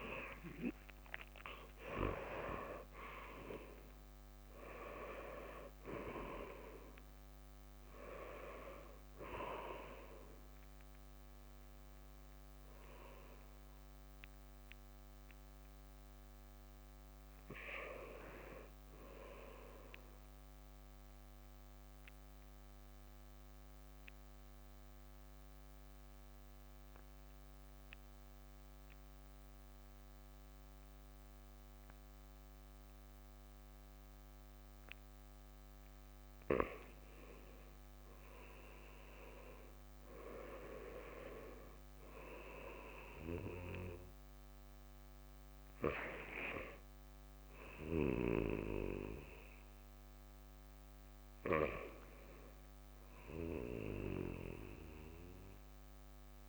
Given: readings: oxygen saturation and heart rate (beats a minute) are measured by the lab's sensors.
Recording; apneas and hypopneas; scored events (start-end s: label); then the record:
breathing in sleep by a microphone on the trachea; 1
0.00-22.00 s: oxygen desaturation (device-marked, oxygen 86% lowest, heart rate 56 extreme)
19.50-33.50 s: obstructive apnea (oxygen 92% before, 92% lowest, heart rate 74 before, 52 extreme, up 0 after)
37.00-40.50 s: arousal
44.00-56.49 s: new sleep stage, N2 (light sleep)
From the record:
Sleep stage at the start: REM sleep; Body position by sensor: on the right side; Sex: male